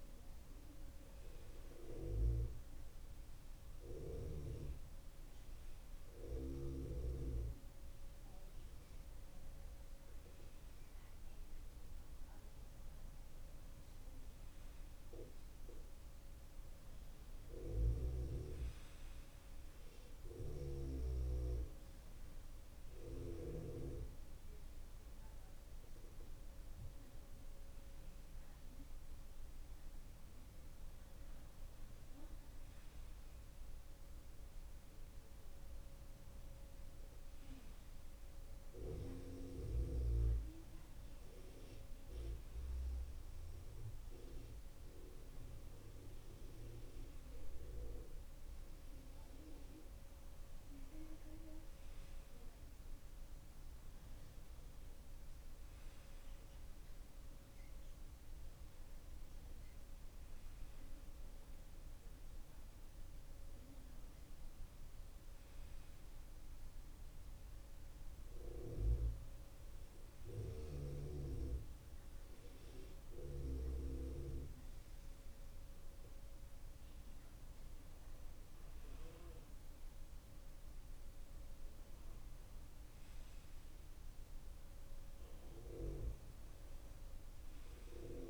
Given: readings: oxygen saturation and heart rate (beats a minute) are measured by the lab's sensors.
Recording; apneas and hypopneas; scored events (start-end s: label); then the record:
breathing in sleep by a room microphone; none
none scored
From the record:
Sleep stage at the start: N2 (light sleep); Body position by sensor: on the left side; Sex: male